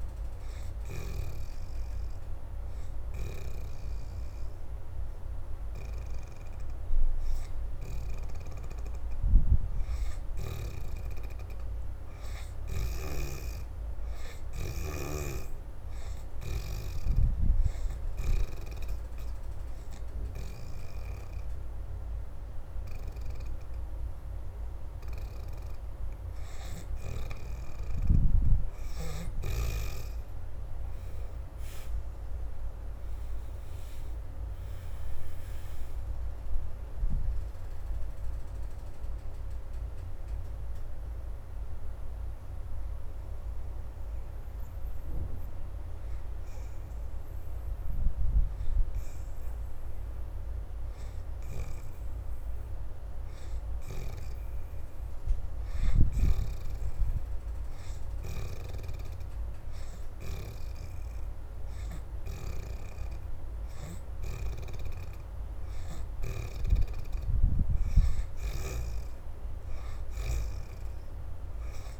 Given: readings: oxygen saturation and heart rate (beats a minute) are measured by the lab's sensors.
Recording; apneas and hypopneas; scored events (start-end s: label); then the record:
breathing in sleep by a room microphone; 3
0.00-14.50 s: oxygen desaturation (device-marked, oxygen 66% lowest, heart rate 76 extreme)
0.50-11.00 s: hypopnea (oxygen 81% before, 61% lowest, heart rate 80 before, 76 extreme, up 1 after)
11.50-15.00 s: arousal
18.00-28.50 s: obstructive apnea (oxygen 79% before, 61% lowest, heart rate 79 before, 72 extreme, up 3 after)
19.50-34.50 s: oxygen desaturation (device-marked, oxygen 79% before, 68% lowest, heart rate 79 before, 72 extreme)
32.50-37.50 s: arousal
40.50-60.50 s: oxygen desaturation (device-marked, oxygen 73% before, 61% lowest, heart rate 81 before, 72 extreme)
43.00-64.50 s: hypopnea (oxygen 79% before, 61% lowest, heart rate 81 before, 72 extreme, up 7 after)
65.50-72.00 s: oxygen desaturation (device-marked, oxygen 83% before, 64% lowest, heart rate 75 before, 72 extreme)
68.50-72.00 s: arousal
From the record:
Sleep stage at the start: N2 (light sleep); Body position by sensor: upright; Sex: female